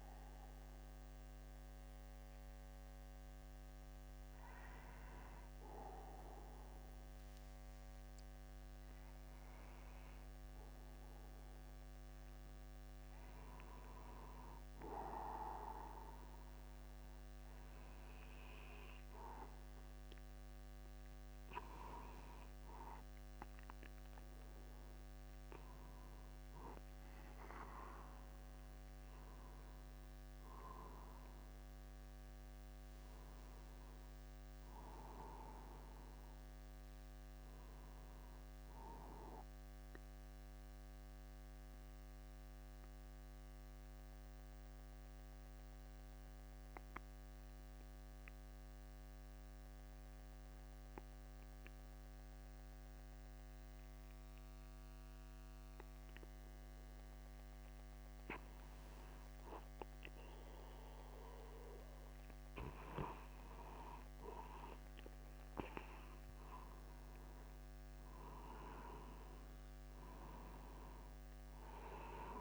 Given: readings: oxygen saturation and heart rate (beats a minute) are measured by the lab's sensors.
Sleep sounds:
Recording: breathing in sleep by a microphone on the trachea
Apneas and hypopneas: 2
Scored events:
0.50-13.00 s: hypopnea (oxygen 97% before, 94% lowest, heart rate 50 before, 50 extreme, up 0 after)
4.00-64.00 s: new sleep stage, N2 (light sleep)
15.50-19.00 s: arousal
41.50-61.00 s: obstructive apnea (oxygen 96% before, 94% lowest, heart rate 51 before, 50 extreme, up 10 after)
64.00-72.41 s: new sleep stage, N1 (lightest sleep)
65.00-70.00 s: arousal
67.50-69.50 s: long interval between heartbeats (device-marked, heart rate 50 before, 60 extreme)
From the record:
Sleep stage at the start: N1 (lightest sleep)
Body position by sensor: upright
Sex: male

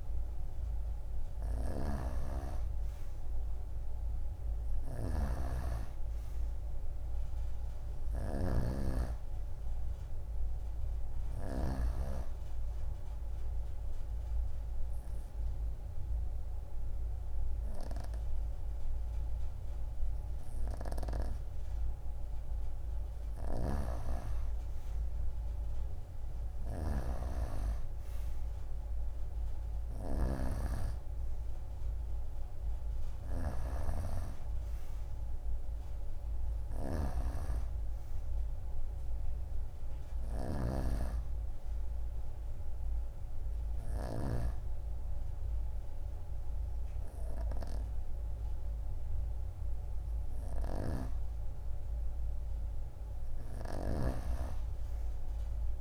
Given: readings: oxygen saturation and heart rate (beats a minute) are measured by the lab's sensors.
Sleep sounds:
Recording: breathing in sleep by a room microphone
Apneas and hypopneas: 1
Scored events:
0.00-8.50 s: snoring (device-marked)
5.00-8.50 s: arousal
13.50-23.50 s: obstructive apnea (oxygen 93% before, 88% lowest)
23.00-30.50 s: snoring (device-marked)
26.50-30.00 s: arousal
34.00-42.00 s: oxygen desaturation (device-marked, oxygen 93% before, 88% lowest)
40.00-44.50 s: snoring (device-marked)
50.50-54.00 s: snoring (device-marked)
From the record:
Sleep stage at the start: N2 (light sleep)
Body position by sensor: on the right side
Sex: female

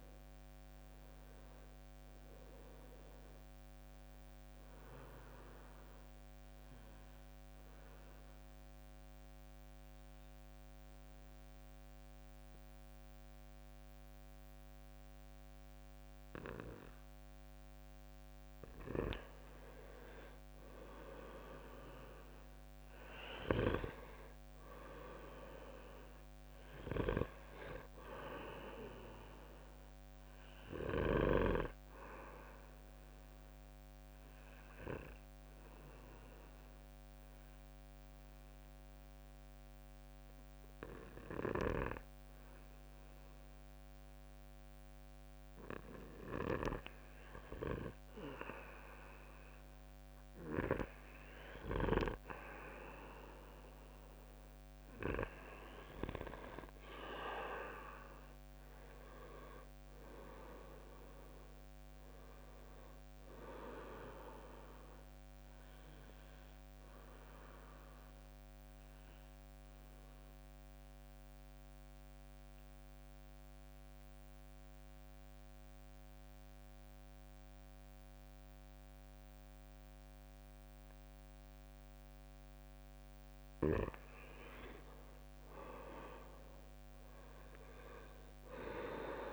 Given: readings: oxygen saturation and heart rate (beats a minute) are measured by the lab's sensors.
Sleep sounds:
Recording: breathing in sleep by a microphone on the trachea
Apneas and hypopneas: 3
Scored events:
1.50-4.00 s: arousal
5.50-19.00 s: obstructive apnea (oxygen 98% before, 93% lowest, heart rate 63 before, 53 extreme, up 15 after)
20.00-23.00 s: arousal
22.50-38.50 s: oxygen desaturation (device-marked, oxygen 96% before, 93% lowest, heart rate 59 before, 58 extreme)
33.50-46.50 s: obstructive apnea (oxygen 96% before, 92% lowest, heart rate 62 before, 58 extreme, up 5 after)
53.00-56.50 s: arousal
70.50-84.00 s: mixed apnea (oxygen 96% before, 92% lowest, heart rate 65 before, 53 extreme, up 12 after)
85.50-88.50 s: arousal
From the record:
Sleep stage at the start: N2 (light sleep)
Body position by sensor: on the back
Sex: male

